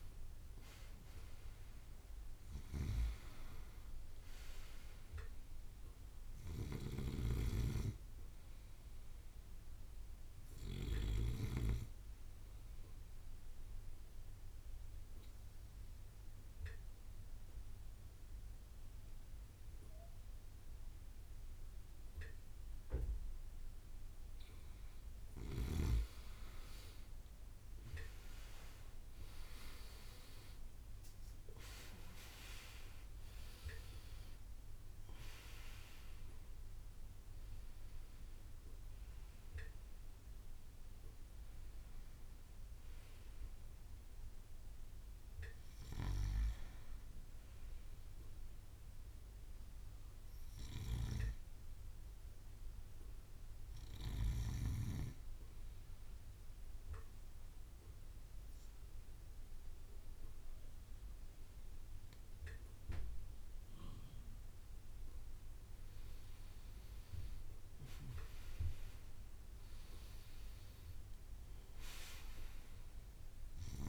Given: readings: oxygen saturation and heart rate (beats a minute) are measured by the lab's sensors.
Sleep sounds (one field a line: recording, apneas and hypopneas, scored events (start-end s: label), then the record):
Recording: breathing in sleep by a room microphone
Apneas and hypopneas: 2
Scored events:
0.00-1.00 s: bradycardia (device-marked, heart rate 55 extreme)
0.00-4.50 s: arousal
0.00-6.00 s: drop in pulse transit time (device-marked, heart rate 55 extreme)
4.00-25.00 s: bradycardia (device-marked, heart rate 61 before, 54 extreme)
12.50-24.00 s: obstructive apnea (oxygen 97% before, 93% lowest, heart rate 58 before, 52 extreme, up 10 after)
29.50-35.00 s: arousal
34.00-54.00 s: oxygen desaturation (device-marked, oxygen 97% before, 93% lowest, heart rate 59 before, 51 extreme)
35.00-53.00 s: bradycardia (device-marked, heart rate 60 before, 52 extreme)
55.50-66.00 s: obstructive apnea (oxygen 97% before, 95% lowest, heart rate 56 before, 51 extreme, up 11 after)
58.00-69.00 s: bradycardia (device-marked, heart rate 60 before, 51 extreme)
68.50-73.89 s: arousal
72.00-73.89 s: bradycardia (device-marked, heart rate 60 before, 53 extreme)
From the record:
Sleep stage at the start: N2 (light sleep)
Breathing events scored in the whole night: 246 in 3.6 hours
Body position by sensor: on the right side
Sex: male